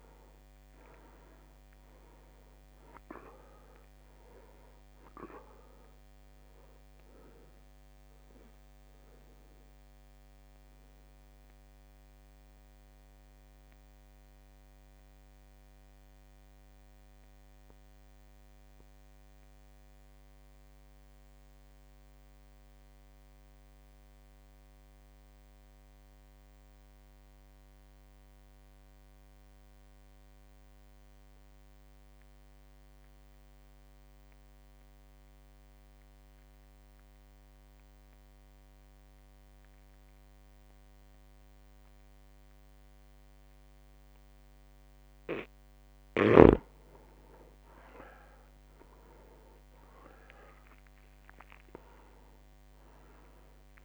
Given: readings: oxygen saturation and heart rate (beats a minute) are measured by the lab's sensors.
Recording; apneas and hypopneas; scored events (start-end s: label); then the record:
breathing in sleep by a microphone on the trachea; 1
0.00-2.00 s: arousal
0.00-30.50 s: oxygen desaturation (device-marked, oxygen 85% lowest, heart rate 54 extreme)
1.50-26.50 s: drop in pulse transit time (device-marked, heart rate 54 before, 54 extreme)
8.00-45.00 s: mixed apnea (oxygen 100% before, 83% lowest, heart rate 55 before, 53 extreme, up 2 after)
44.50-53.84 s: oxygen desaturation (device-marked, oxygen 100% before, 83% lowest, heart rate 54 before, 53 extreme)
48.00-51.50 s: arousal
50.50-53.84 s: drop in pulse transit time (device-marked, heart rate 55 before, 53 extreme)
From the record:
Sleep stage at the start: N2 (light sleep); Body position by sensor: on the back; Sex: male